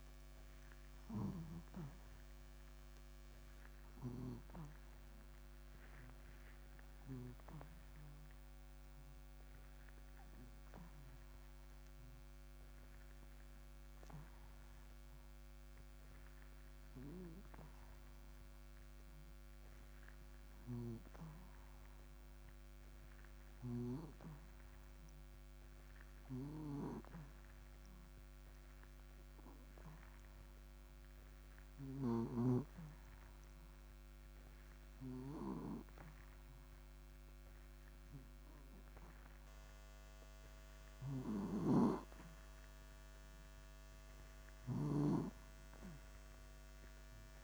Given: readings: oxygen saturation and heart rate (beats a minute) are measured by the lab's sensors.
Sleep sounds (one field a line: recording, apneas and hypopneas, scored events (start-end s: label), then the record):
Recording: breathing in sleep by a microphone on the trachea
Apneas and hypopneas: 1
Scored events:
0.00-37.00 s: oxygen desaturation (device-marked, oxygen 89% lowest, heart rate 59 extreme)
6.50-18.00 s: hypopnea (oxygen 97% before, 87% lowest, heart rate 62 before, 59 extreme, up 2 after)
20.50-24.00 s: arousal
From the record:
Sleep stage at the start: N2 (light sleep)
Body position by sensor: on the back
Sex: male